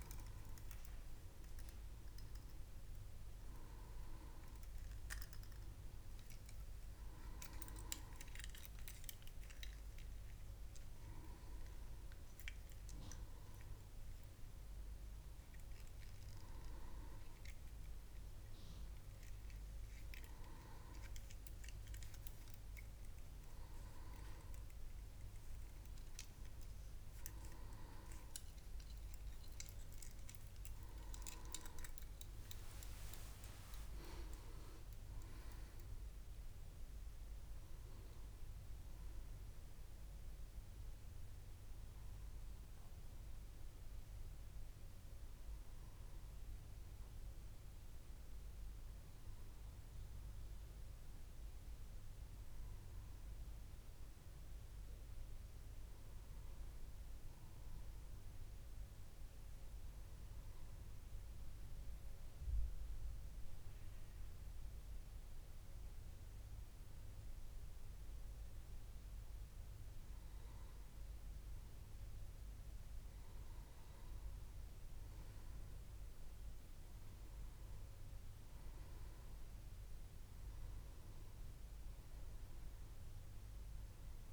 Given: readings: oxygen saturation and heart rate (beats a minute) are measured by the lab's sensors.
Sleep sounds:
breathing in sleep by a room microphone; 1
26.00-84.33 s: new sleep stage, N1 (lightest sleep)
32.50-37.00 s: arousal
61.50-72.50 s: hypopnea (oxygen 96% before, 95% lowest, heart rate 71 before, 67 extreme, up 5 after)
75.50-80.00 s: arousal
From the record:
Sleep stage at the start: N2 (light sleep); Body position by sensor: on the back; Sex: male

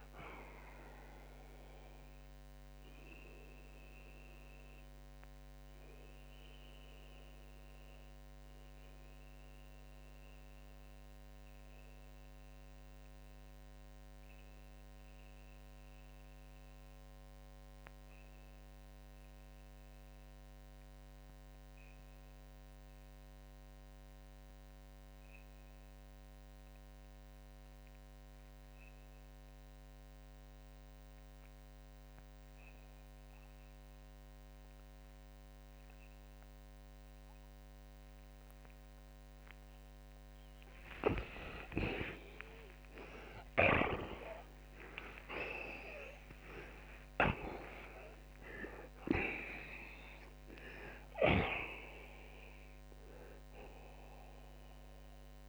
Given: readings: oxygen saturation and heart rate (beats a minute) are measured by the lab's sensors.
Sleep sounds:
breathing in sleep by a microphone on the trachea; 1
0.00-37.50 s: oxygen desaturation (device-marked, oxygen 69% lowest)
1.50-39.50 s: obstructive apnea (oxygen 92% before, 69% lowest)
43.00-47.00 s: snoring (device-marked)
43.00-47.50 s: arousal
From the record:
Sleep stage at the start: REM sleep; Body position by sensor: on the back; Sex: male

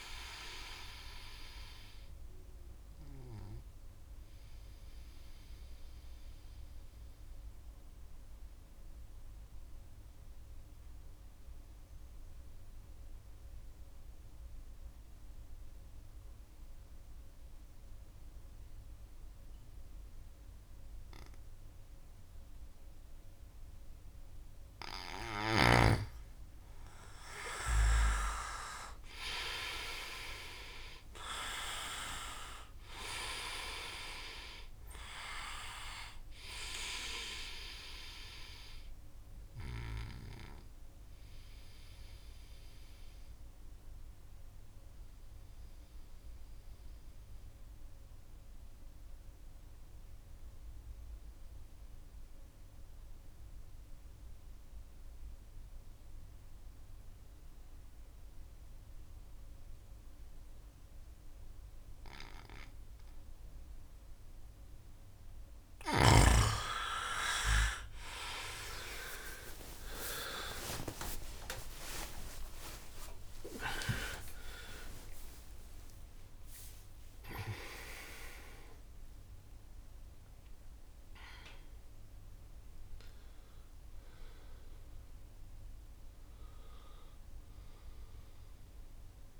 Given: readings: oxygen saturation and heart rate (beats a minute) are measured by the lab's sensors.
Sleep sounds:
breathing in sleep by a room microphone; 2
0.00-17.00 s: oxygen desaturation (device-marked, oxygen 87% lowest, heart rate 62 extreme)
3.50-23.50 s: mixed apnea (oxygen 98% before, 87% lowest, heart rate 67 before, 62 extreme, up 0 after)
25.00-30.00 s: arousal
29.00-56.00 s: oxygen desaturation (device-marked, oxygen 97% before, 88% lowest, heart rate 65 before, 62 extreme)
41.00-65.00 s: obstructive apnea (oxygen 97% before, 88% lowest, heart rate 67 before, 62 extreme)
68.00-89.40 s: oxygen desaturation (device-marked, oxygen 98% before, 90% lowest, heart rate 63 before, 66 extreme)
68.50-73.00 s: arousal
71.50-73.50 s: long interval between heartbeats (device-marked, heart rate 69 before, 135 extreme)
73.50-75.50 s: long interval between heartbeats (device-marked, heart rate 76 before, 148 extreme)
From the record:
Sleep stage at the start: N2 (light sleep); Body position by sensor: on the right side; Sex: male

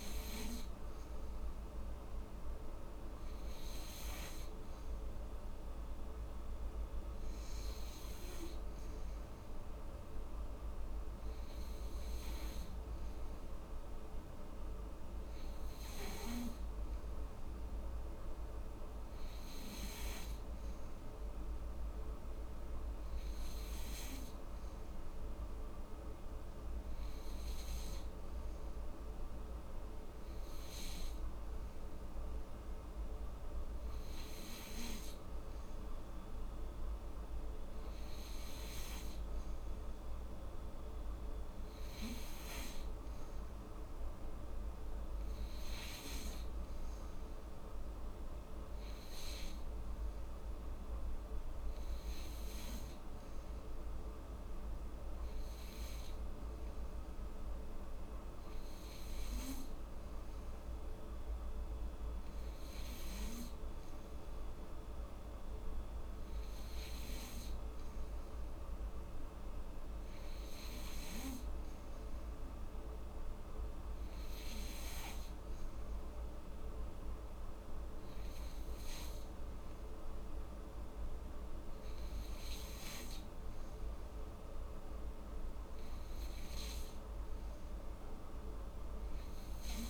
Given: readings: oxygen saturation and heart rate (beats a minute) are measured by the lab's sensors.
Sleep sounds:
breathing in sleep, hard to hear, by a room microphone; none
19.50-89.90 s: new sleep stage, N3 (deep sleep)
From the record:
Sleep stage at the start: N2 (light sleep); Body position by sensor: on the back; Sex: female

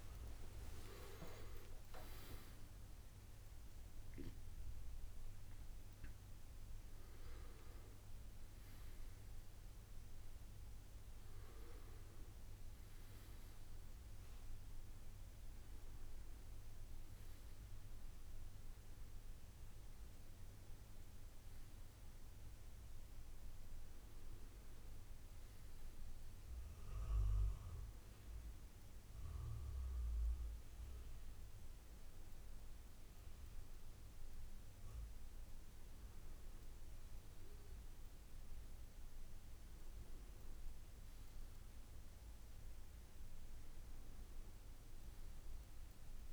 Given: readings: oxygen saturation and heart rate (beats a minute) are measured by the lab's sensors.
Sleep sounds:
a person partly awake in a sleep study, hard to hear, by a room microphone; none
18.00-46.33 s: new sleep stage, N1 (lightest sleep)
From the record:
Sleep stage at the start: awake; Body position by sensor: on the back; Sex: male

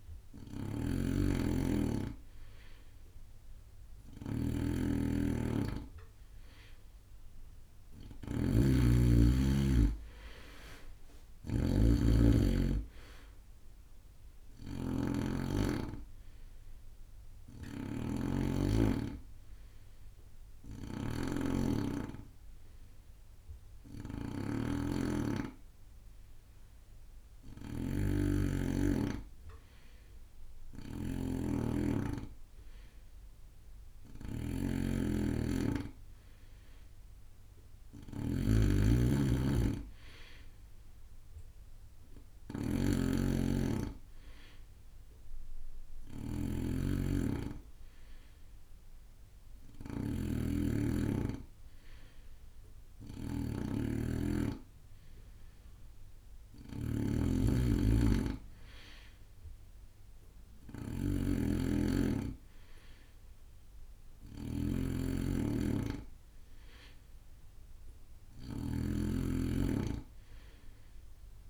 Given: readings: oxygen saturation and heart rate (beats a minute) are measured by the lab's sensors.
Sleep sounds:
breathing in sleep by a room microphone; 1
0.00-71.50 s: snoring (device-marked)
16.00-27.00 s: hypopnea (oxygen 94% before, 92% lowest)
29.50-33.50 s: arousal
41.00-59.00 s: oxygen desaturation (device-marked, oxygen 96% before, 92% lowest)
From the record:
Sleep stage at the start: N2 (light sleep); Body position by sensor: on the right side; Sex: male

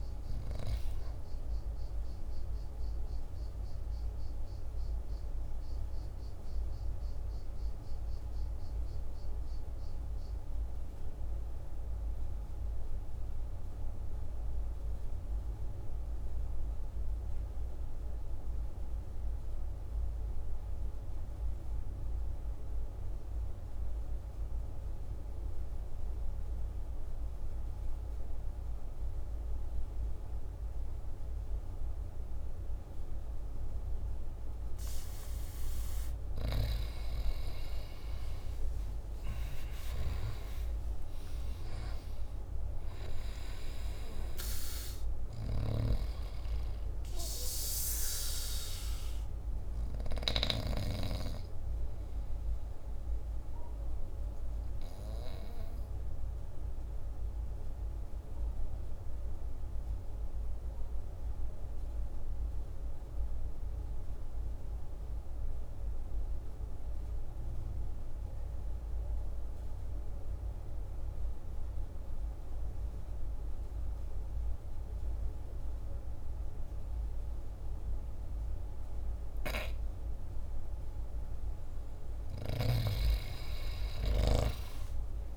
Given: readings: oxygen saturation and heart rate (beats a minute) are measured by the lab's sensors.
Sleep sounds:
breathing in sleep by a room microphone; 2
0.00-10.50 s: oxygen desaturation (device-marked, oxygen 86% lowest, heart rate 47 extreme)
3.50-36.00 s: mixed apnea (oxygen 97% before, 86% lowest, heart rate 55 before, 47 extreme, up 11 after)
30.50-63.50 s: oxygen desaturation (device-marked, oxygen 98% before, 87% lowest, heart rate 49 before, 48 extreme)
37.50-42.00 s: arousal
55.50-80.50 s: obstructive apnea (oxygen 97% before, 85% lowest, heart rate 54 before, 47 extreme, up 11 after)
80.50-85.36 s: oxygen desaturation (device-marked, oxygen 98% before, 85% lowest, heart rate 49 before, 47 extreme)
82.00-85.36 s: arousal
From the record:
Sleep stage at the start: N2 (light sleep); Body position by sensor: on the back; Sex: male

